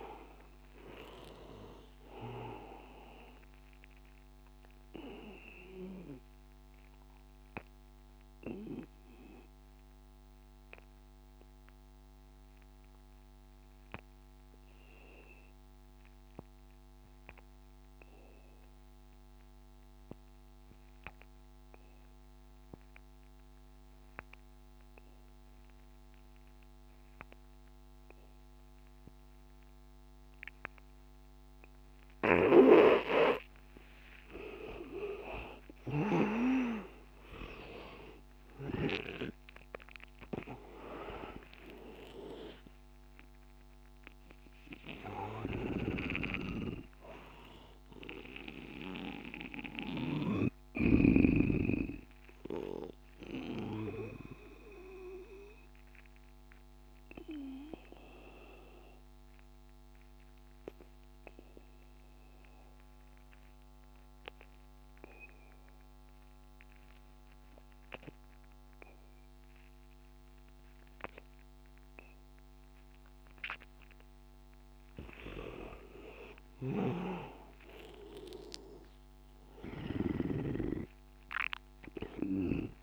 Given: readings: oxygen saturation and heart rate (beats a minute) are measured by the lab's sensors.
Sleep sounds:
breathing in sleep by a microphone on the trachea; 2
0.00-18.50 s: oxygen desaturation (device-marked, oxygen 80% lowest, heart rate 79 extreme)
5.50-32.50 s: obstructive apnea (oxygen 99% before, 79% lowest, heart rate 89 before, 79 extreme, up 11 after)
17.00-19.00 s: long interval between heartbeats (device-marked, heart rate 89 before, 87 extreme)
32.50-63.50 s: oxygen desaturation (device-marked, oxygen 99% before, 79% lowest, heart rate 85 before, 87 extreme)
34.50-39.50 s: arousal
45.50-50.50 s: snoring (device-marked)
54.50-74.00 s: obstructive apnea (oxygen 98% before, 79% lowest, heart rate 89 before, 82 extreme, up 6 after)
76.50-80.00 s: snoring (device-marked)
77.00-81.00 s: arousal
78.50-82.83 s: oxygen desaturation (device-marked, oxygen 99% before, 86% lowest, heart rate 89 before, 80 extreme)
From the record:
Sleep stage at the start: N2 (light sleep); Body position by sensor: on the back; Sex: male

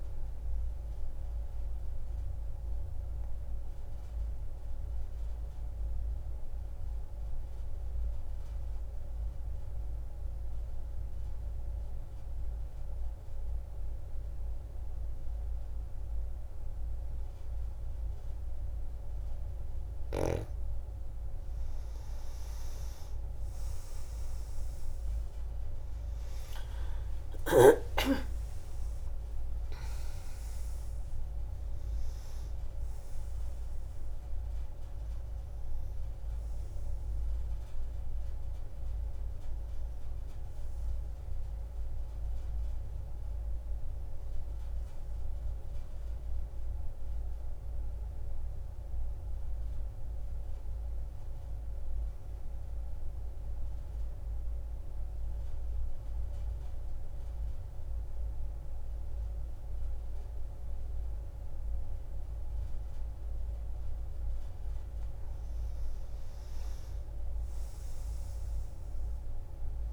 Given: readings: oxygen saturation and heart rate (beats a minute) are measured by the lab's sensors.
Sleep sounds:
breathing in sleep, hard to hear, by a room microphone; 2
0.00-12.00 s: oxygen desaturation (device-marked, oxygen 91% lowest)
0.50-20.00 s: obstructive apnea (oxygen 97% before, 87% lowest)
20.00-57.00 s: oxygen desaturation (device-marked, oxygen 94% before, 87% lowest)
25.50-29.50 s: arousal
50.50-65.50 s: mixed apnea (oxygen 93% before, 88% lowest)
68.00-69.93 s: arousal
From the record:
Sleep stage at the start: N2 (light sleep); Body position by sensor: on the back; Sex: female

